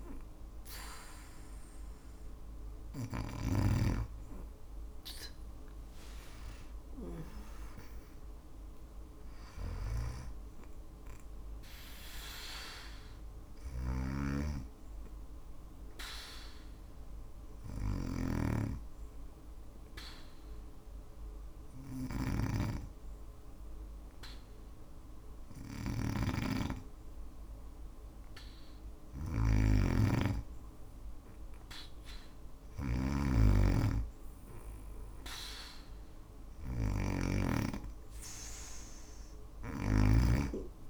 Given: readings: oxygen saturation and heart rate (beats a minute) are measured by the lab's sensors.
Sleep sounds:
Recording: breathing in sleep by a room microphone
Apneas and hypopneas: 1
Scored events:
0.00-2.50 s: snoring (device-marked)
6.00-9.50 s: arousal
13.00-39.50 s: snoring (device-marked)
14.00-27.50 s: obstructive apnea (oxygen 95% before, 93% lowest, heart rate 50 before, 28 extreme, up 32 after)
39.50-40.90 s: arousal
From the record:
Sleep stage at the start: N2 (light sleep)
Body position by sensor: on the back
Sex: female

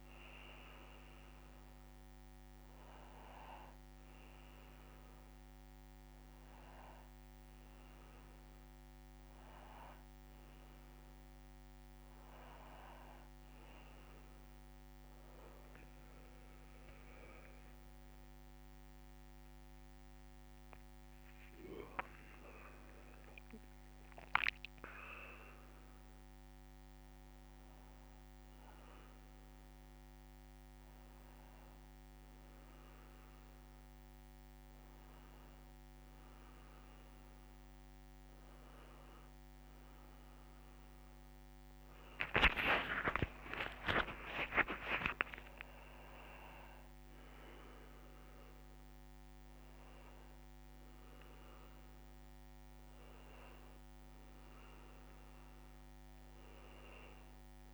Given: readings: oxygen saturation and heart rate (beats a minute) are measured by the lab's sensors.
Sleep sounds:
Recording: a person awake in a sleep study, by a microphone on the trachea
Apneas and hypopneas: none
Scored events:
0.00-1.00 s: long interval between heartbeats (device-marked, heart rate 57 extreme)
4.00-6.00 s: long interval between heartbeats (device-marked, heart rate 74 before, 54 extreme)
8.50-10.50 s: long interval between heartbeats (device-marked, heart rate 66 before, 54 extreme)
15.00-17.00 s: long interval between heartbeats (device-marked, heart rate 55 before, 45 extreme)
18.50-20.50 s: long interval between heartbeats (device-marked, heart rate 52 before, 28 extreme)
42.50-44.50 s: long interval between heartbeats (device-marked)
From the record:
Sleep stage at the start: awake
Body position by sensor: on the back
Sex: male

